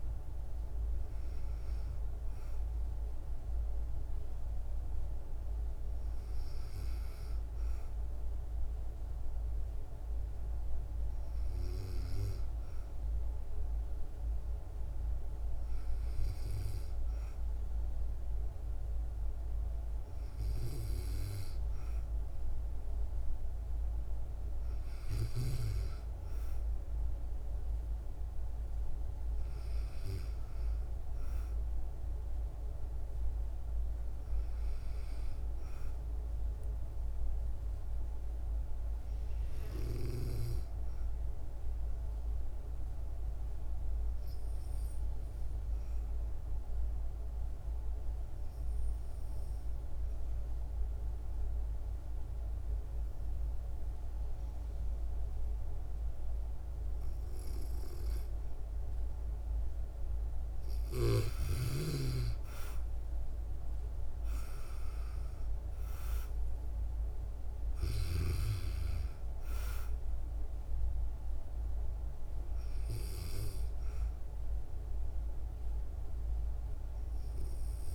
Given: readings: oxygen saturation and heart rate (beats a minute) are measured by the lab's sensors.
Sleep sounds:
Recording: breathing in sleep by a room microphone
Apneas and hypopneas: 1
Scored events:
0.50-60.50 s: new sleep stage, N2 (light sleep)
39.00-59.50 s: obstructive apnea (oxygen 97% before, 83% lowest, heart rate 64 before, 60 extreme, up 6 after)
54.50-77.95 s: oxygen desaturation (device-marked, oxygen 96% before, 87% lowest, heart rate 62 before, 55 extreme)
60.50-77.95 s: new sleep stage, REM sleep
61.00-66.00 s: arousal
From the record:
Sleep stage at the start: N1 (lightest sleep)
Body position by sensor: on the back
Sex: female

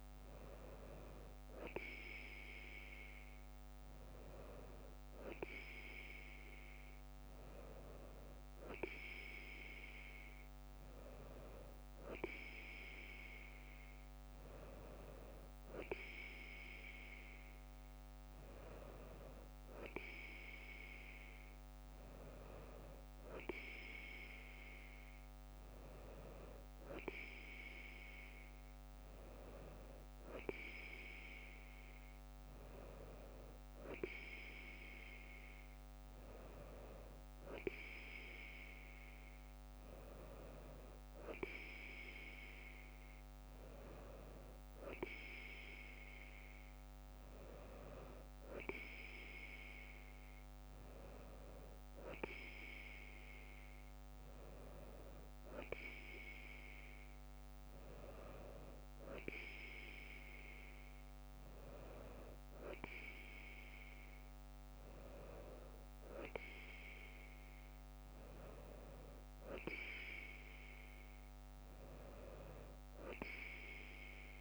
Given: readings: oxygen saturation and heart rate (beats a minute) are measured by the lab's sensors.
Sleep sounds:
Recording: breathing in sleep by a microphone on the trachea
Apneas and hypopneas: none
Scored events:
none scored
From the record:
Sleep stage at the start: N2 (light sleep)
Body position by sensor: on the right side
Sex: female

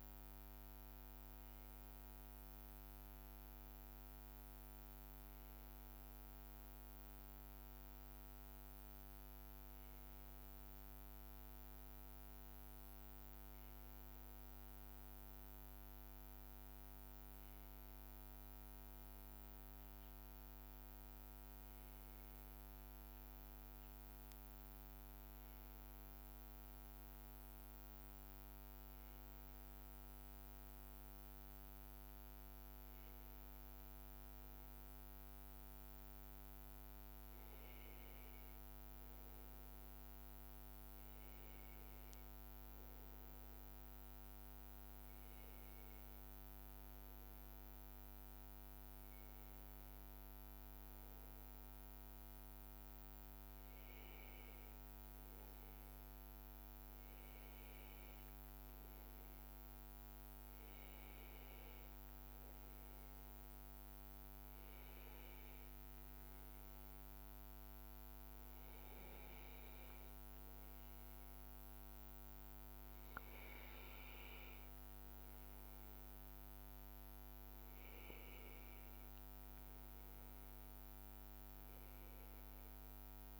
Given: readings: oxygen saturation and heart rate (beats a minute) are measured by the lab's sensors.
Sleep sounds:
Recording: breathing in sleep, hard to hear, by a microphone on the trachea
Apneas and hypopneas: none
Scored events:
none scored
From the record:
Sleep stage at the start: N2 (light sleep)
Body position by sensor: on the back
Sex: male

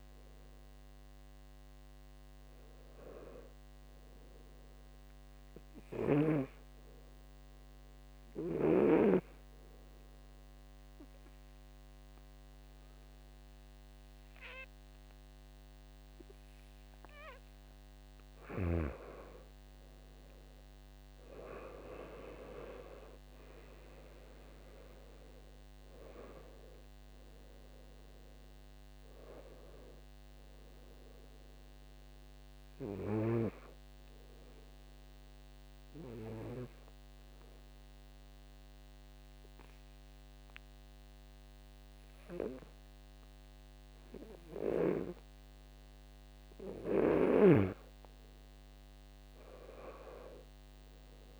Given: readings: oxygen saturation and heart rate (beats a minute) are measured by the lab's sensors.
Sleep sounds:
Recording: breathing in sleep by a microphone on the trachea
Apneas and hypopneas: 2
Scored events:
8.00-19.00 s: obstructive apnea (oxygen 100% before, 94% lowest, heart rate 65 before, 63 extreme, up 18 after)
22.00-26.00 s: arousal
25.50-36.50 s: oxygen desaturation (device-marked, oxygen 98% before, 94% lowest, heart rate 68 before, 63 extreme)
35.50-47.00 s: obstructive apnea (oxygen 99% before, 93% lowest, heart rate 75 before, 64 extreme, up 13 after)
50.00-51.39 s: arousal
From the record:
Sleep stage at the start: N2 (light sleep)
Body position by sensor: on the back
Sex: male

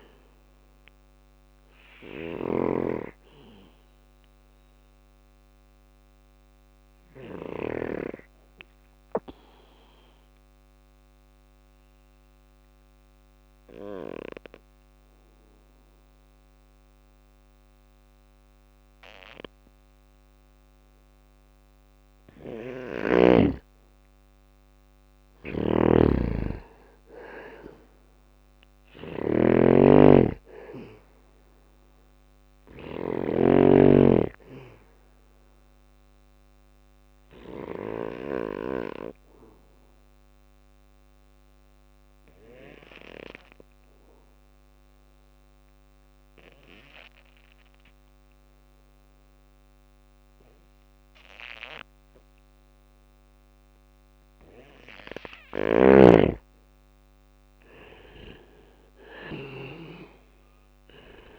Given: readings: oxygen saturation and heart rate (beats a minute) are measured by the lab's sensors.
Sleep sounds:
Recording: breathing in sleep by a microphone on the trachea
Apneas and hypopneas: 2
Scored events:
0.00-10.50 s: drop in pulse transit time (device-marked, heart rate 58 extreme)
0.50-7.50 s: bradycardia (device-marked, heart rate 61 before, 58 extreme)
1.00-6.50 s: snoring (device-marked)
1.50-22.50 s: oxygen desaturation (device-marked, oxygen 97% before, 92% lowest, heart rate 61 before, 56 extreme)
2.50-21.50 s: obstructive apnea (oxygen 98% before, 91% lowest, heart rate 62 before, 56 extreme, up 4 after)
24.00-38.00 s: snoring (device-marked)
25.00-29.00 s: arousal
31.50-54.50 s: bradycardia (device-marked, heart rate 61 before, 56 extreme)
33.50-48.50 s: oxygen desaturation (device-marked, oxygen 99% before, 93% lowest, heart rate 61 before, 55 extreme)
36.00-53.00 s: obstructive apnea (oxygen 99% before, 91% lowest, heart rate 60 before, 55 extreme, up 6 after)
54.50-61.39 s: snoring (device-marked)
55.50-59.50 s: arousal
55.50-61.39 s: oxygen desaturation (device-marked, oxygen 98% before, 91% lowest, heart rate 58 before, 55 extreme)
56.50-61.39 s: drop in pulse transit time (device-marked, heart rate 58 before, 59 extreme)
From the record:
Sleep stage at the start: N2 (light sleep)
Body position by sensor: on the back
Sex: male

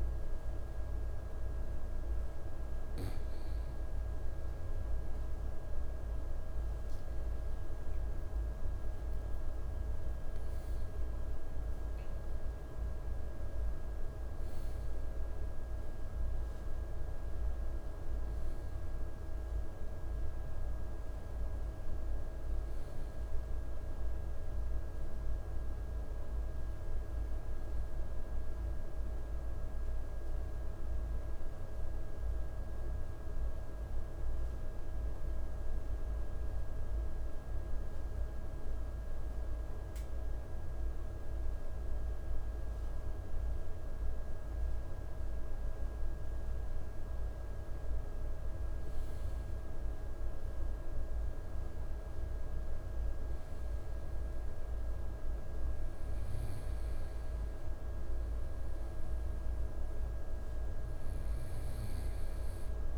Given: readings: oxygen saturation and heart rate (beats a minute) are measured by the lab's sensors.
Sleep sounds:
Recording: breathing in sleep, hard to hear, by a room microphone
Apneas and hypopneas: 1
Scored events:
7.00-10.00 s: arousal
33.00-46.50 s: central apnea (oxygen 97% before, 94% lowest, heart rate 57 before, 50 extreme, up 6 after)
49.00-52.00 s: arousal
59.00-62.98 s: new sleep stage, N2 (light sleep)
From the record:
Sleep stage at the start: REM sleep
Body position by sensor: on the right side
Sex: male

